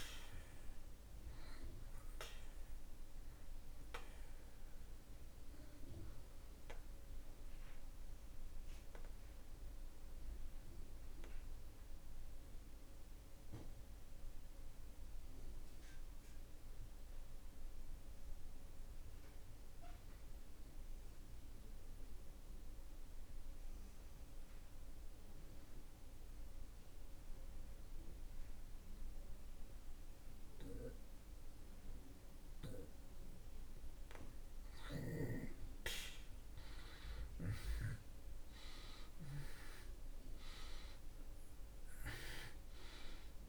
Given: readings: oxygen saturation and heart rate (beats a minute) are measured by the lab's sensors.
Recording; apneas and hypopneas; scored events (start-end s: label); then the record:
breathing in sleep by a room microphone; 1
0.00-23.00 s: oxygen desaturation (device-marked, oxygen 77% lowest)
5.50-32.50 s: obstructive apnea (oxygen 96% before, 74% lowest)
34.00-43.49 s: oxygen desaturation (device-marked, oxygen 97% before, 74% lowest)
35.00-39.50 s: arousal
From the record:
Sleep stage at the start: N2 (light sleep); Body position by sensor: on the back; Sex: male